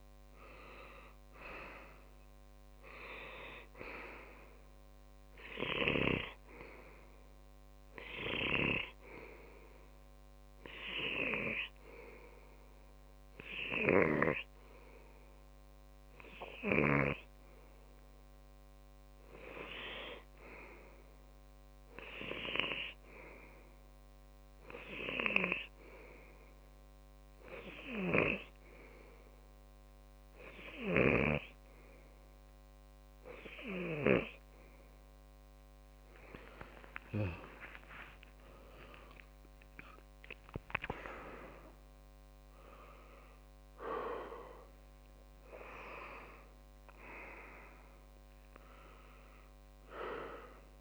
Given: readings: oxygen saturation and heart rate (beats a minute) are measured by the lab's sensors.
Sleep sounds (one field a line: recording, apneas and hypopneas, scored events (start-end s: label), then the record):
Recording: breathing in sleep by a microphone on the trachea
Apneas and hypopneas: 1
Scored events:
9.00-21.50 s: hypopnea (oxygen 98% before, 95% lowest)
37.00-40.50 s: arousal
From the record:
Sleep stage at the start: N2 (light sleep)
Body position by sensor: on the left side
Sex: male